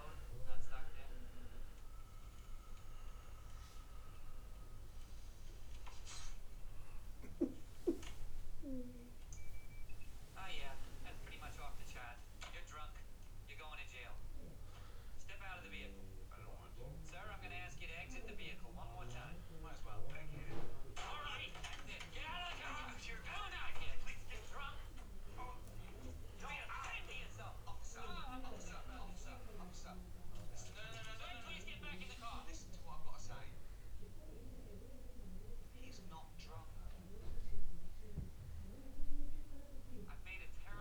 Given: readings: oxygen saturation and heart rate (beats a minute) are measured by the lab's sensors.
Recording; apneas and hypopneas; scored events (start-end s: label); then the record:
breathing in sleep by a room microphone; none
none scored
From the record:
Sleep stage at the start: N2 (light sleep); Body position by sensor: on the back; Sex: male